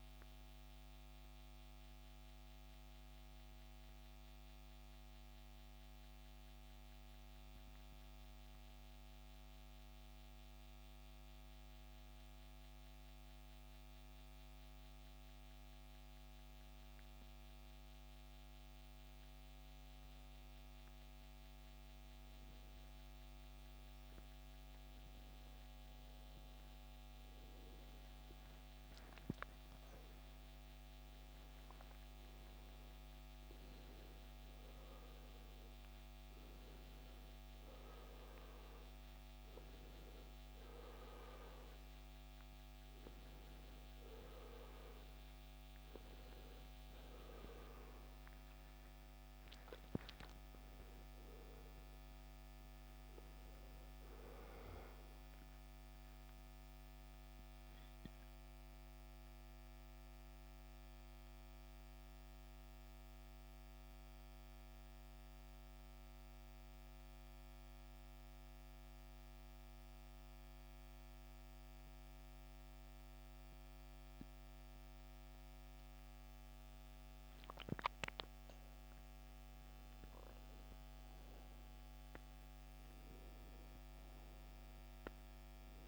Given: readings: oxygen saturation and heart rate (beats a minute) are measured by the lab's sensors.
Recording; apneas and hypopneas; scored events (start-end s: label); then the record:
breathing in sleep, hard to hear, by a microphone on the trachea; 2
1.50-85.88 s: new sleep stage, REM sleep
8.00-18.50 s: obstructive apnea (oxygen 95% before, 88% lowest, heart rate 72 before, 65 extreme, up 4 after)
24.00-29.00 s: arousal
35.50-64.50 s: oxygen desaturation (device-marked, oxygen 93% before, 88% lowest, heart rate 70 before, 55 extreme)
48.50-52.50 s: arousal
56.00-78.00 s: central apnea (oxygen 93% before, 89% lowest, heart rate 83 before, 48 extreme)
80.00-84.00 s: arousal
From the record:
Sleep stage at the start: N1 (lightest sleep); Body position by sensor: on the back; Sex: male